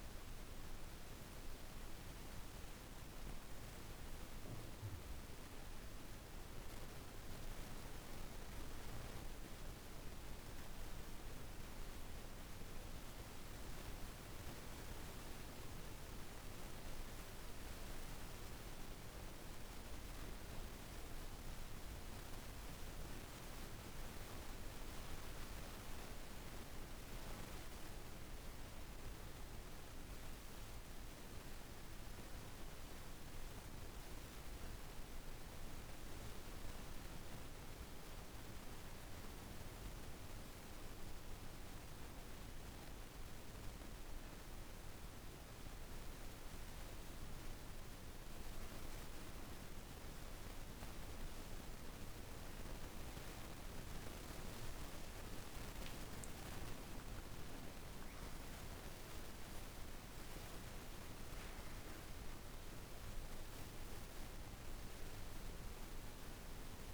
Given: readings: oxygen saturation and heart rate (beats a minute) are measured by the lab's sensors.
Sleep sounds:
breathing in sleep, hard to hear, by a room microphone; none
10.00-24.00 s: oxygen desaturation (device-marked, oxygen 96% before, 93% lowest)
53.00-58.00 s: arousal
From the record:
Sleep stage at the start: N2 (light sleep); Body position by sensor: on the back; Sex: female

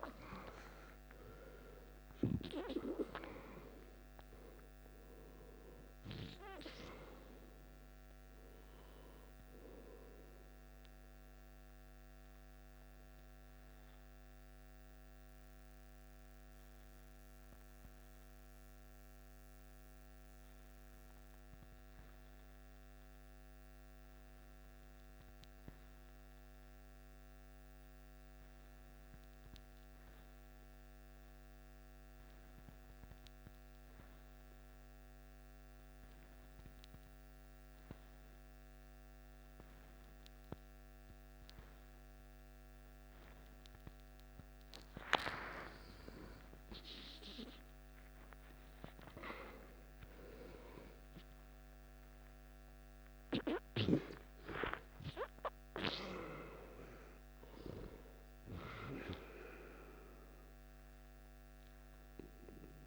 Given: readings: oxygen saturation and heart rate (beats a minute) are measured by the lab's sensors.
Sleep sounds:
breathing in sleep by a microphone on the trachea; 1
0.00-23.00 s: oxygen desaturation (device-marked, oxygen 88% lowest, heart rate 51 extreme)
12.00-44.50 s: obstructive apnea (oxygen 96% before, 88% lowest, heart rate 63 before, 51 extreme, up 16 after)
42.00-62.87 s: oxygen desaturation (device-marked, oxygen 96% before, 89% lowest, heart rate 52 before, 51 extreme)
45.00-49.00 s: arousal
From the record:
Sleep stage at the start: N2 (light sleep); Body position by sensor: on the back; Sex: male

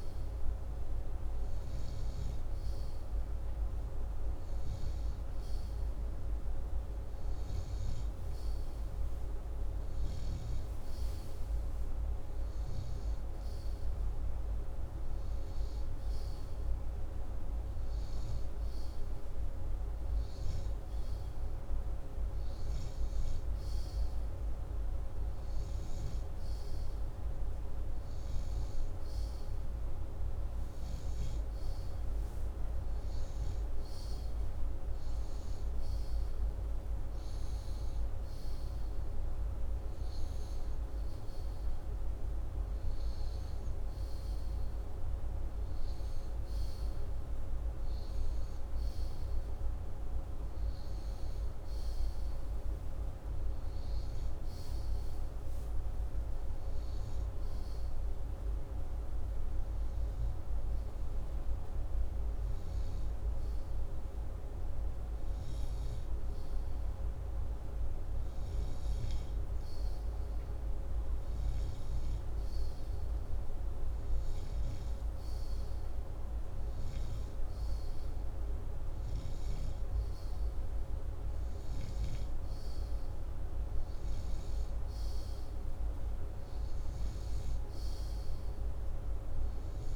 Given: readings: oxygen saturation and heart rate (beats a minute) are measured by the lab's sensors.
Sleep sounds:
breathing in sleep, hard to hear, by a room microphone; none
69.00-72.50 s: snoring (device-marked)
82.00-88.00 s: snoring (device-marked)
From the record:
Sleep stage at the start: N2 (light sleep); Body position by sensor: upright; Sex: male

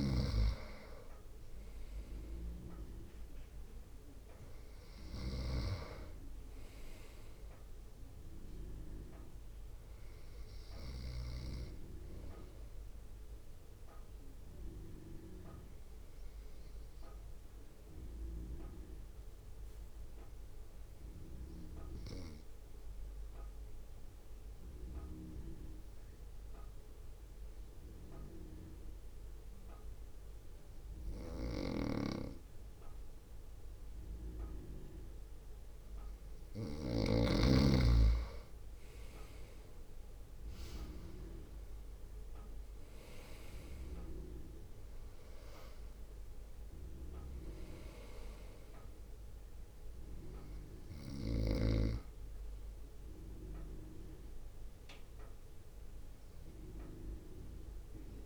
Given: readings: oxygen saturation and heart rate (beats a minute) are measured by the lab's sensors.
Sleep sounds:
breathing in sleep by a room microphone; 1
0.00-6.00 s: snoring (device-marked)
18.50-35.50 s: obstructive apnea (oxygen 95% before, 93% lowest, heart rate 56 before, 54 extreme, up 3 after)
38.50-54.50 s: drop in pulse transit time (device-marked, heart rate 57 before, 54 extreme)
39.50-43.00 s: arousal
From the record:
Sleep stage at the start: N2 (light sleep); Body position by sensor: on the front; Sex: male

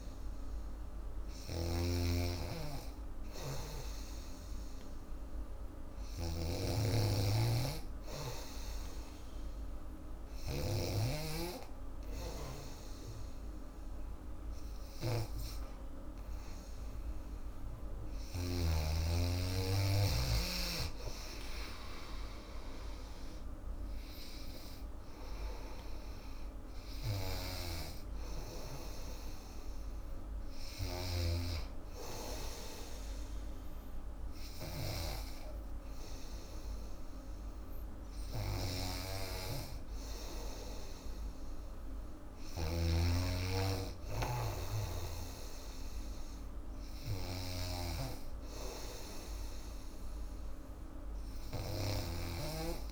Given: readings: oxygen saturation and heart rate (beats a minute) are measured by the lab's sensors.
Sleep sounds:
breathing in sleep by a room microphone; none
0.00-10.50 s: snoring (device-marked)
27.00-52.92 s: snoring (device-marked)
From the record:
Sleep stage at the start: N2 (light sleep); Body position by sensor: on the back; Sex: female

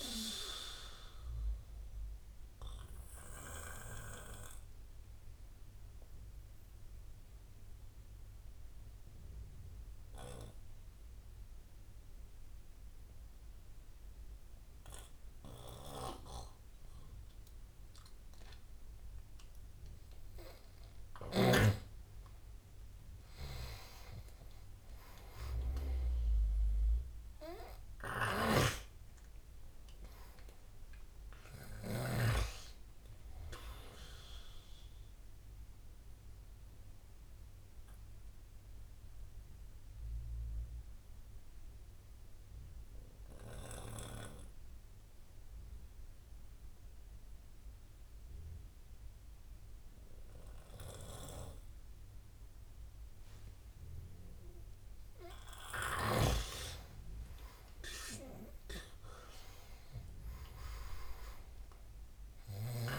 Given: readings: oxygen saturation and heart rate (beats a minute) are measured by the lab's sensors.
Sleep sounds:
breathing in sleep by a room microphone; 2
0.00-19.50 s: oxygen desaturation (device-marked, oxygen 86% lowest, heart rate 71 extreme)
3.50-19.50 s: obstructive apnea (oxygen 98% before, 86% lowest, heart rate 76 before, 71 extreme, up 12 after)
23.00-28.00 s: arousal
37.50-54.50 s: obstructive apnea (oxygen 98% before, 86% lowest, heart rate 82 before, 70 extreme, up 13 after)
56.50-59.00 s: arousal
60.50-62.99 s: oxygen desaturation (device-marked, oxygen 98% before, 92% lowest, heart rate 73 before, 72 extreme)
From the record:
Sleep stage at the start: N2 (light sleep); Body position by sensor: on the right side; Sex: male

